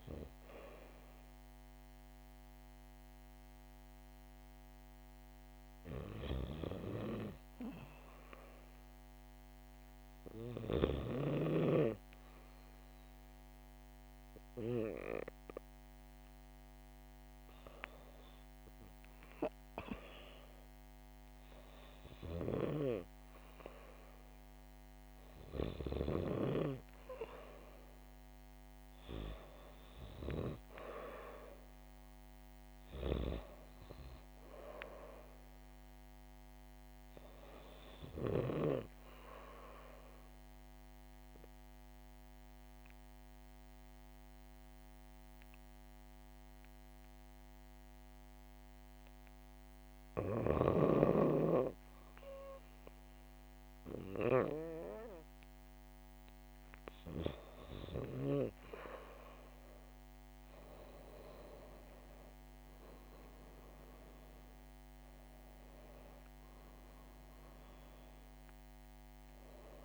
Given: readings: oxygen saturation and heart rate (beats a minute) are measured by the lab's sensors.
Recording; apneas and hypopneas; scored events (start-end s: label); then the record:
breathing in sleep by a microphone on the trachea; 1
11.50-27.50 s: oxygen desaturation (device-marked, oxygen 99% before, 95% lowest, heart rate 71 before, 68 extreme)
40.50-51.00 s: obstructive apnea (oxygen 98% before, 96% lowest, heart rate 70 before, 70 extreme, up 2 after)
60.00-65.00 s: arousal
From the record:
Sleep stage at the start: REM sleep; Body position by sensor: on the back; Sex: female